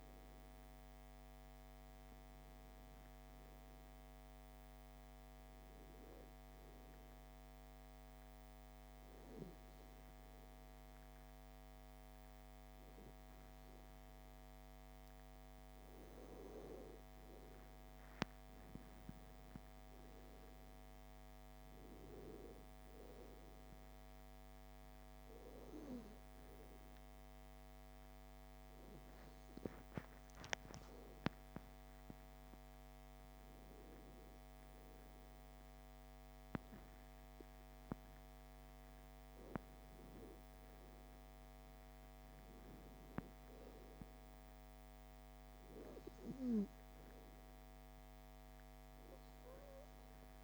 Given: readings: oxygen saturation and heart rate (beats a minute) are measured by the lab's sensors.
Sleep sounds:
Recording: breathing in sleep by a microphone on the trachea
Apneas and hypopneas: 1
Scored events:
6.50-17.00 s: obstructive apnea (oxygen 97% before, 93% lowest)
19.00-23.00 s: arousal
From the record:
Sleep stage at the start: N2 (light sleep)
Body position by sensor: on the back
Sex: female

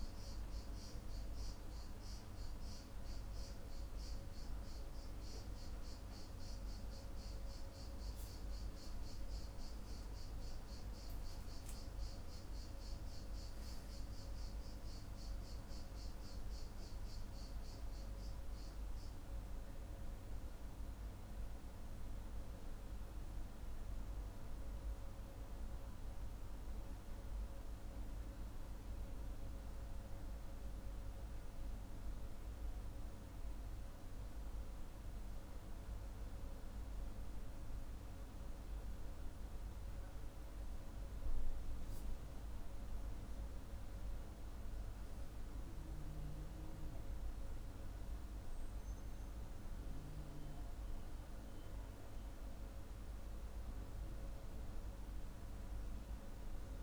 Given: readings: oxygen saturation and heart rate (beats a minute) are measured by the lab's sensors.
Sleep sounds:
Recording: breathing in sleep, hard to hear, by a room microphone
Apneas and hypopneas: none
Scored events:
none scored
From the record:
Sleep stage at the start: N3 (deep sleep)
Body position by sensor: on the back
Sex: male

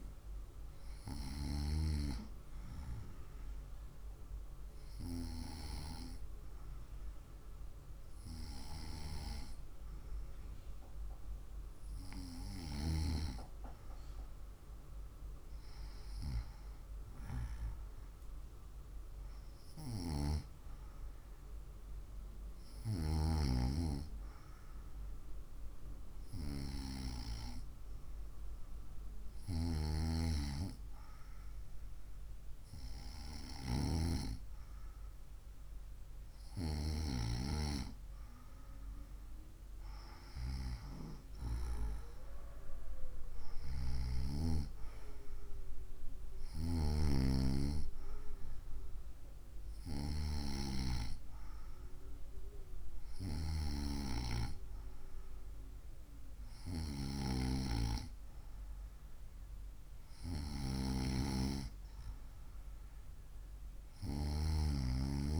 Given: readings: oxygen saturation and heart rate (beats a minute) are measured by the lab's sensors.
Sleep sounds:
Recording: breathing in sleep by a room microphone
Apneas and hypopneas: 1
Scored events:
4.00-14.00 s: hypopnea (oxygen 96% before, 94% lowest, heart rate 64 before, 63 extreme, up 6 after)
17.50-21.00 s: arousal
From the record:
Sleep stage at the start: N2 (light sleep)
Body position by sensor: on the right side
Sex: female

